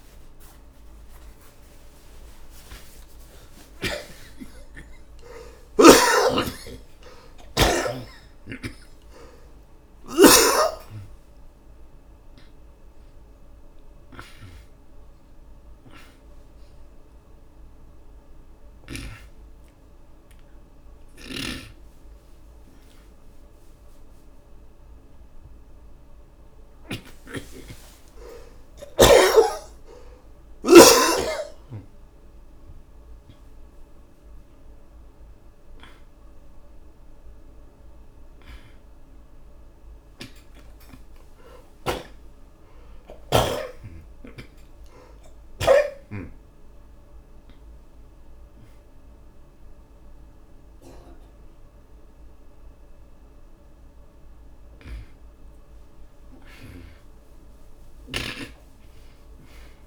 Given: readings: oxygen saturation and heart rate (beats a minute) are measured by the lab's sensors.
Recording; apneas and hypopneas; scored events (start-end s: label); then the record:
a person awake in a sleep study, by a room microphone; none
0.00-9.00 s: oxygen desaturation (device-marked, oxygen 78% lowest)
6.00-10.50 s: snoring (device-marked)
18.00-30.00 s: oxygen desaturation (device-marked, oxygen 96% before, 90% lowest, heart rate 76 before, 32 extreme)
39.00-49.00 s: oxygen desaturation (device-marked, oxygen 98% before, 91% lowest, heart rate 70 before, 65 extreme)
40.00-43.50 s: snoring (device-marked)
51.00-59.87 s: new sleep stage, N1 (lightest sleep)
54.00-59.87 s: oxygen desaturation (device-marked, oxygen 96% before, 92% lowest, heart rate 75 before, 77 extreme)
From the record:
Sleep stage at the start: awake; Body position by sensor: on the back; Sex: male